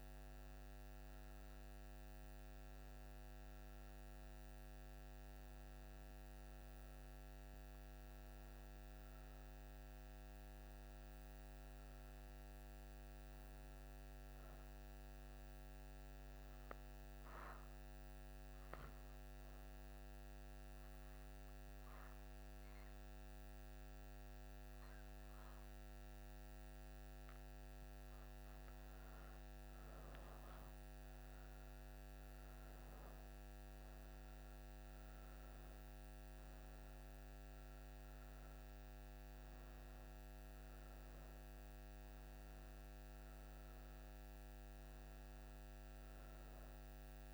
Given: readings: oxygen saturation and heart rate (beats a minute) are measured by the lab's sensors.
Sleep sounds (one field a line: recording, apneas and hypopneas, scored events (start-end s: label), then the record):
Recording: breathing in sleep, hard to hear, by a microphone on the trachea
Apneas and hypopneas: 1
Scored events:
17.50-27.50 s: obstructive apnea (oxygen 97% before, 91% lowest)
29.50-35.00 s: arousal
33.50-47.34 s: oxygen desaturation (device-marked, oxygen 96% before, 91% lowest)
From the record:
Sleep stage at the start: N2 (light sleep)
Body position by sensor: on the back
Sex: female